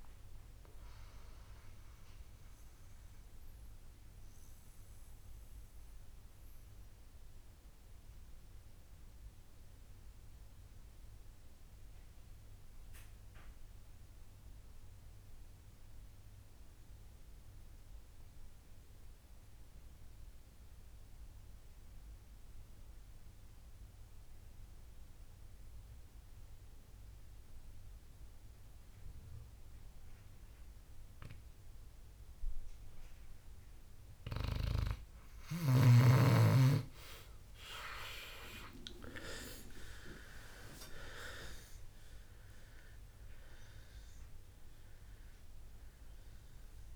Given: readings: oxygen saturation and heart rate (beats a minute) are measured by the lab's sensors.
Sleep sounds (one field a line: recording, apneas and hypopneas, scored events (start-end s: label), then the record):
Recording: breathing in sleep by a room microphone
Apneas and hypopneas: 1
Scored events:
0.00-16.00 s: oxygen desaturation (device-marked, oxygen 90% lowest, heart rate 58 extreme)
1.50-34.50 s: mixed apnea (oxygen 98% before, 89% lowest, heart rate 73 before, 58 extreme, up 22 after)
34.00-46.96 s: oxygen desaturation (device-marked, oxygen 98% before, 89% lowest, heart rate 60 before, 62 extreme)
38.00-40.00 s: long interval between heartbeats (device-marked, heart rate 60 before, 69 extreme)
40.00-46.50 s: arousal
From the record:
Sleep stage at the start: N2 (light sleep)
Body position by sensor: on the back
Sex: male